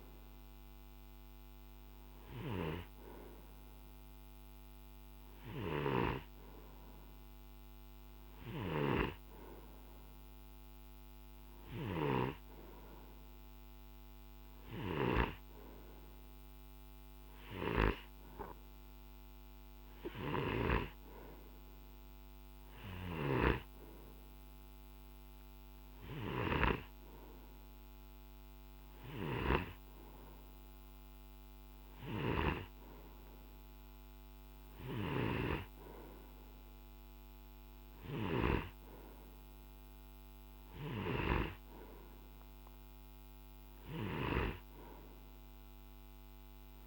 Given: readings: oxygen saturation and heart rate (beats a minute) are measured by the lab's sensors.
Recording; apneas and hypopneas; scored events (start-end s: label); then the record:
breathing in sleep by a microphone on the trachea; none
0.00-15.50 s: snoring (device-marked)
20.00-46.87 s: snoring (device-marked)
From the record:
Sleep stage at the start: N2 (light sleep); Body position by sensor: on the right side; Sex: male